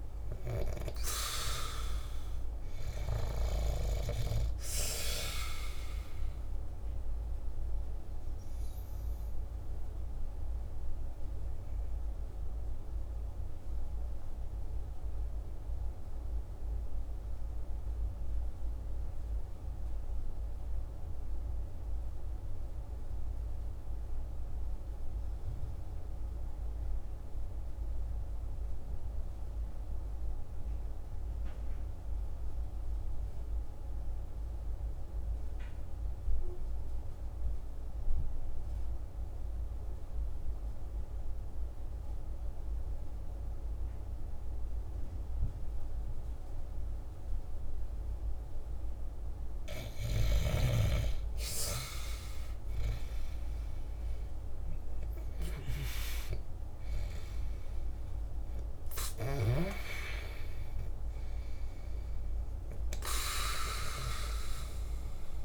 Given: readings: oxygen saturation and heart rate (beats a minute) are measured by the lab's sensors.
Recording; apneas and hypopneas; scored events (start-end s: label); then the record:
breathing in sleep by a room microphone; 1
1.00-61.00 s: new sleep stage, REM sleep
8.50-48.00 s: obstructive apnea (oxygen 87% before, 73% lowest, heart rate 59 before, 48 extreme, up 12 after)
11.00-23.00 s: oxygen desaturation (device-marked, oxygen 87% before, 82% lowest, heart rate 59 before, 48 extreme)
36.00-65.45 s: oxygen desaturation (device-marked, oxygen 99% before, 73% lowest, heart rate 50 before, 47 extreme)
51.00-54.50 s: arousal
61.00-65.45 s: new sleep stage, N2 (light sleep)
From the record:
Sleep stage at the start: N2 (light sleep); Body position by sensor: on the back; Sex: male